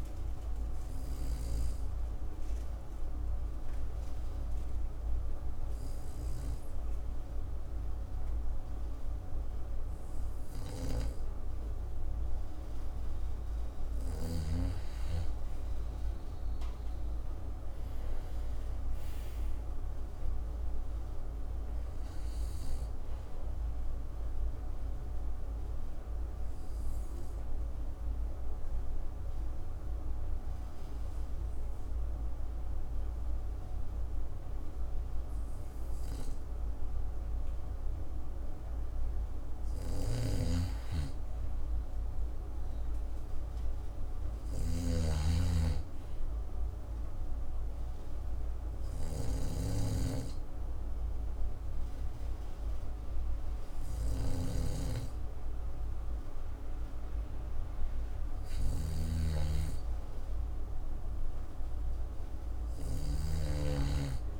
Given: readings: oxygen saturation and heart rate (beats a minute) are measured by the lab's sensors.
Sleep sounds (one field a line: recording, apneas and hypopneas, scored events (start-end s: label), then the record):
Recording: breathing in sleep by a room microphone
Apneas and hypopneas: 3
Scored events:
0.50-13.00 s: obstructive apnea (oxygen 98% before, 90% lowest, heart rate 60 before, 60 extreme, up 2 after)
1.00-18.00 s: oxygen desaturation (device-marked, oxygen 98% before, 92% lowest, heart rate 61 before, 60 extreme)
17.50-20.50 s: arousal
23.00-38.00 s: obstructive apnea (oxygen 98% before, 90% lowest, heart rate 65 before, 60 extreme, up 4 after)
24.00-40.00 s: oxygen desaturation (device-marked, oxygen 96% before, 90% lowest, heart rate 65 before, 60 extreme)
40.00-64.40 s: snoring (device-marked)
40.50-43.50 s: arousal
46.50-59.50 s: obstructive apnea (oxygen 97% before, 89% lowest, heart rate 62 before, 63 extreme, up 4 after)
51.00-64.40 s: oxygen desaturation (device-marked, oxygen 97% before, 92% lowest, heart rate 62 before, 63 extreme)
61.50-64.40 s: arousal
From the record:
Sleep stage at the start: N2 (light sleep)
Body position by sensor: on the back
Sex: male